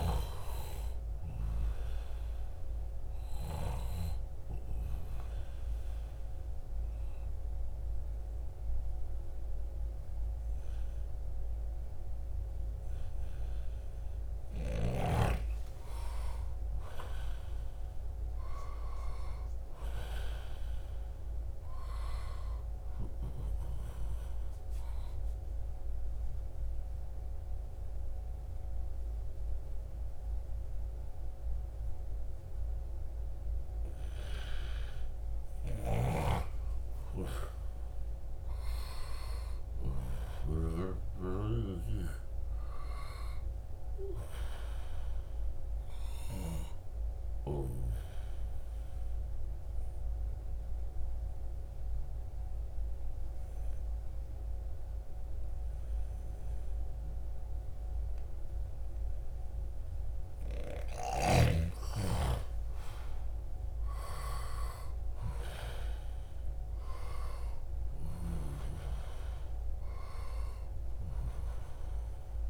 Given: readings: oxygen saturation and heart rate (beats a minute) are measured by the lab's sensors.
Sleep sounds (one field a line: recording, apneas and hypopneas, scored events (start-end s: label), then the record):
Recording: breathing in sleep by a room microphone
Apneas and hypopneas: 2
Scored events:
0.00-3.00 s: snoring (device-marked)
7.00-14.00 s: oxygen desaturation (device-marked, oxygen 95% before, 91% lowest, heart rate 83 before, 75 extreme)
15.50-19.50 s: arousal
24.00-34.00 s: mixed apnea (oxygen 95% before, 89% lowest, heart rate 81 before, 72 extreme, up 0 after)
37.00-41.00 s: arousal
44.00-72.50 s: new sleep stage, N2 (light sleep)
45.00-56.00 s: oxygen desaturation (device-marked, oxygen 95% before, 91% lowest, heart rate 79 before, 71 extreme)
47.50-59.50 s: obstructive apnea (oxygen 95% before, 89% lowest, heart rate 79 before, 71 extreme, up 6 after)
62.00-66.00 s: arousal
67.00-72.50 s: oxygen desaturation (device-marked, oxygen 94% before, 89% lowest, heart rate 76 before, 70 extreme)
From the record:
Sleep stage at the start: N1 (lightest sleep)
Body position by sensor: on the back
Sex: male